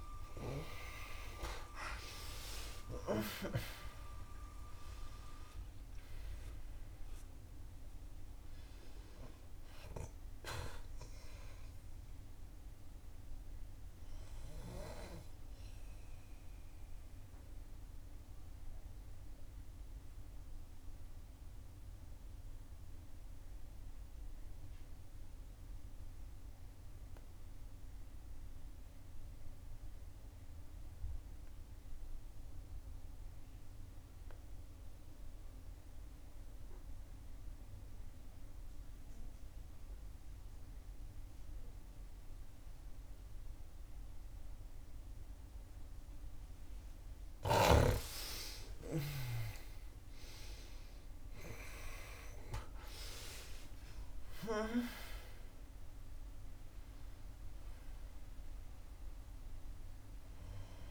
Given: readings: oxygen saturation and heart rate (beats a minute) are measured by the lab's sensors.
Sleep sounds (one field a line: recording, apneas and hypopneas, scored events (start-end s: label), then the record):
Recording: breathing in sleep by a room microphone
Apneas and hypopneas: 1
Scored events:
0.00-1.00 s: snoring (device-marked)
0.00-4.00 s: arousal
0.00-22.50 s: oxygen desaturation (device-marked, oxygen 78% lowest, heart rate 63 extreme)
16.50-47.00 s: obstructive apnea (oxygen 89% before, 78% lowest, heart rate 70 before, 58 extreme, up 6 after)
42.50-60.91 s: oxygen desaturation (device-marked, oxygen 97% before, 84% lowest, heart rate 64 before, 57 extreme)
48.50-53.50 s: arousal
From the record:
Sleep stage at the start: N2 (light sleep)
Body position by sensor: on the back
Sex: female